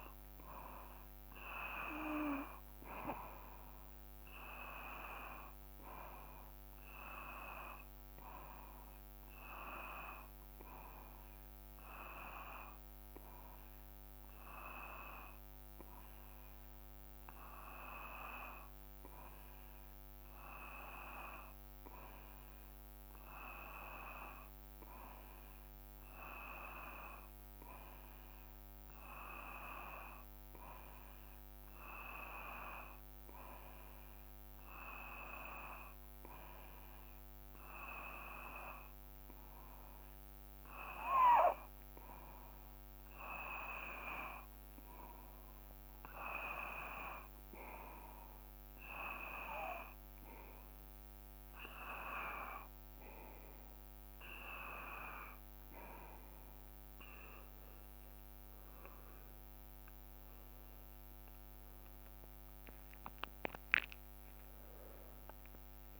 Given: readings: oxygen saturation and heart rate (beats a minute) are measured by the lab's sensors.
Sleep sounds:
breathing in sleep by a microphone on the trachea; 1
7.50-11.50 s: arousal
15.00-44.00 s: hypopnea (oxygen 94% before, 91% lowest, heart rate 57 before, 55 extreme, up 2 after)
63.50-66.00 s: arousal
From the record:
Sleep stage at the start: N2 (light sleep); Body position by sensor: on the back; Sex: male

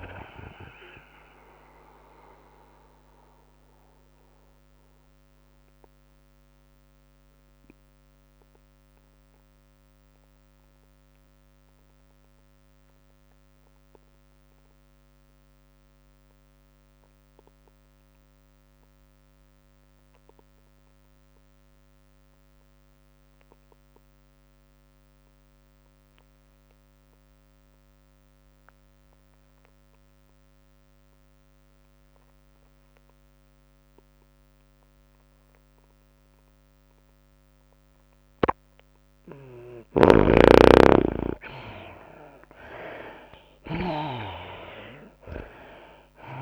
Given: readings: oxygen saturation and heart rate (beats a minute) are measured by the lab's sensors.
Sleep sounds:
breathing in sleep by a microphone on the trachea; 1
0.00-11.00 s: drop in pulse transit time (device-marked, heart rate 104 extreme)
0.00-14.00 s: tachycardia (device-marked, heart rate 111 extreme)
0.00-17.00 s: oxygen desaturation (device-marked, oxygen 73% lowest, heart rate 93 extreme)
2.00-39.50 s: mixed apnea (oxygen 98% before, 73% lowest, heart rate 102 before, 93 extreme, up 8 after)
16.00-18.00 s: long interval between heartbeats (device-marked, heart rate 108 before, 94 extreme)
20.00-46.42 s: tachycardia (device-marked, heart rate 106 before, 111 extreme)
24.00-46.42 s: oxygen desaturation (device-marked, oxygen 99% before, 73% lowest, heart rate 103 before, 92 extreme)
40.50-44.50 s: snoring (device-marked)
42.00-46.42 s: arousal
43.00-46.42 s: drop in pulse transit time (device-marked, heart rate 102 before, 103 extreme)
From the record:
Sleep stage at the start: N2 (light sleep); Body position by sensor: on the back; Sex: female

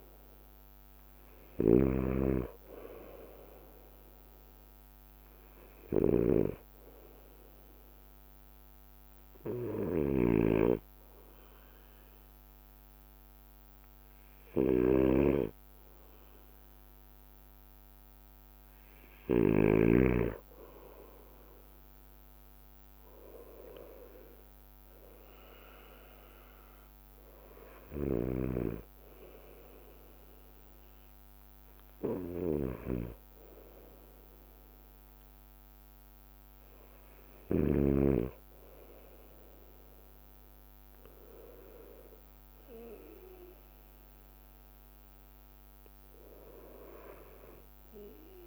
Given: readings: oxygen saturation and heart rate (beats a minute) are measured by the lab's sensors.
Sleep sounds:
breathing in sleep by a microphone on the trachea; 1
0.00-25.00 s: bradycardia (device-marked, heart rate 56 extreme)
1.50-20.00 s: snoring (device-marked)
6.50-20.00 s: hypopnea (oxygen 95% before, 93% lowest, heart rate 57 before, 56 extreme, up 3 after)
22.00-26.00 s: arousal
25.00-34.00 s: drop in pulse transit time (device-marked, heart rate 57 before, 57 extreme)
27.00-48.47 s: bradycardia (device-marked, heart rate 58 before, 56 extreme)
28.00-38.00 s: snoring (device-marked)
From the record:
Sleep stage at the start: N2 (light sleep); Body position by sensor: on the right side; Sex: male

